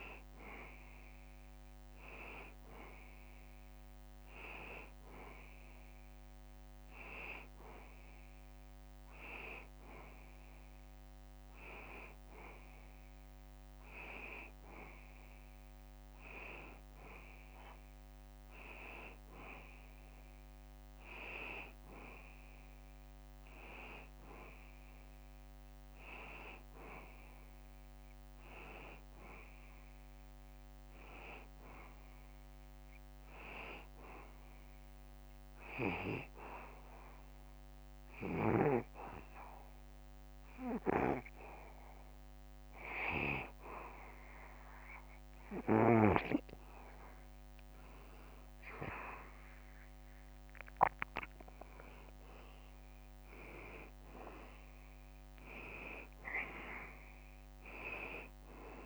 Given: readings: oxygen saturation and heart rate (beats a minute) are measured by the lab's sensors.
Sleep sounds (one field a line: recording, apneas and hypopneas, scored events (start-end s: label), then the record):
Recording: breathing in sleep by a microphone on the trachea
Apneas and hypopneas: 1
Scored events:
21.50-25.00 s: arousal
34.00-46.50 s: hypopnea (oxygen 93% before, 91% lowest, heart rate 75 before, 72 extreme, up 3 after)
49.50-54.00 s: arousal
From the record:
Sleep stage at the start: N2 (light sleep)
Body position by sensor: on the back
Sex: male